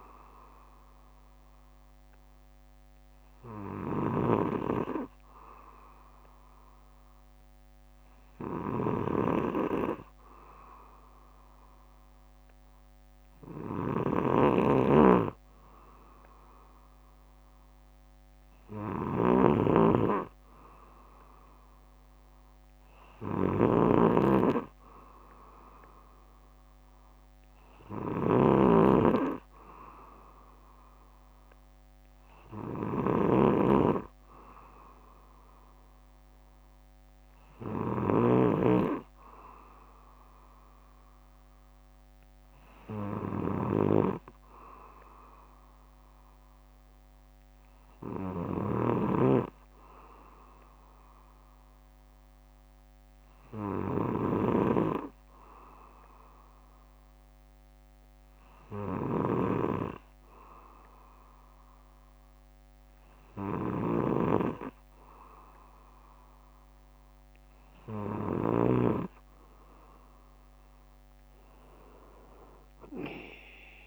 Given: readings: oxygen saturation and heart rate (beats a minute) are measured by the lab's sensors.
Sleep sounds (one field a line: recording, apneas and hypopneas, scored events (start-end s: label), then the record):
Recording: breathing in sleep by a microphone on the trachea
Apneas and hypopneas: none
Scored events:
2.00-5.00 s: bradycardia (device-marked, heart rate 61 before, 56 extreme)
6.00-9.00 s: bradycardia (device-marked, heart rate 61 before, 56 extreme)
11.00-13.00 s: bradycardia (device-marked, heart rate 61 before, 59 extreme)
14.00-38.50 s: snoring (device-marked)
40.00-42.00 s: bradycardia (device-marked, heart rate 61 before, 61 extreme)
43.00-47.00 s: bradycardia (device-marked, heart rate 61 before, 57 extreme)
48.50-54.50 s: snoring (device-marked)
50.00-53.00 s: bradycardia (device-marked, heart rate 61 before, 60 extreme)
54.00-56.00 s: bradycardia (device-marked, heart rate 61 before, 58 extreme)
59.00-61.00 s: bradycardia (device-marked, heart rate 61 before, 60 extreme)
63.50-69.00 s: snoring (device-marked)
From the record:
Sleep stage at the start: N2 (light sleep)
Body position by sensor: on the back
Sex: male